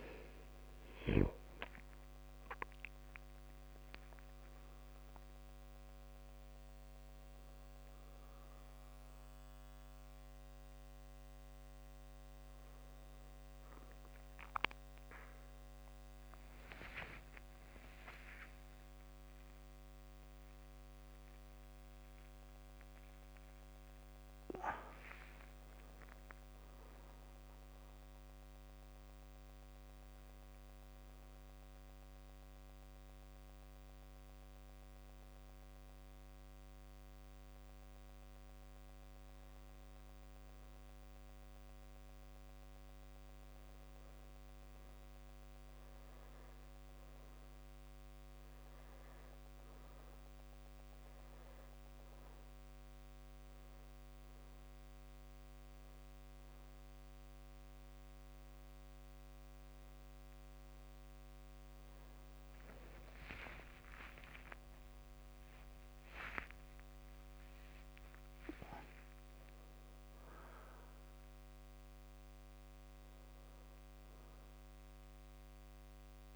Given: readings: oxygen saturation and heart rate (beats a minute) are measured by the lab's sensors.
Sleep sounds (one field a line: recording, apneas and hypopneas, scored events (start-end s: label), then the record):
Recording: breathing in sleep by a microphone on the trachea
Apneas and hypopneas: none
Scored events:
0.00-1.00 s: long interval between heartbeats (device-marked, heart rate 30 extreme)
0.00-3.50 s: oxygen desaturation (device-marked, oxygen 95% lowest, heart rate 29 extreme)
0.00-6.50 s: drop in pulse transit time (device-marked, heart rate 29 extreme)
16.50-21.50 s: arousal
16.50-27.50 s: drop in pulse transit time (device-marked, heart rate 47 before, 34 extreme)
22.00-24.00 s: long interval between heartbeats (device-marked, heart rate 52 before, 39 extreme)
31.00-33.00 s: long interval between heartbeats (device-marked, heart rate 47 before, 49 extreme)
34.50-36.50 s: long interval between heartbeats (device-marked, heart rate 45 before, 48 extreme)
40.50-50.50 s: drop in pulse transit time (device-marked, heart rate 41 before, 38 extreme)
45.00-47.00 s: long interval between heartbeats (device-marked, heart rate 42 before, 56 extreme)
51.50-53.50 s: long interval between heartbeats (device-marked, heart rate 45 before, 48 extreme)
56.50-69.50 s: oxygen desaturation (device-marked, oxygen 98% before, 95% lowest, heart rate 46 before, 37 extreme)
60.00-62.00 s: long interval between heartbeats (device-marked, heart rate 47 before, 56 extreme)
62.50-67.50 s: arousal
64.50-68.50 s: drop in pulse transit time (device-marked, heart rate 49 before, 47 extreme)
71.50-76.36 s: drop in pulse transit time (device-marked, heart rate 51 before, 47 extreme)
From the record:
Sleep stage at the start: N2 (light sleep)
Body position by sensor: on the back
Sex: male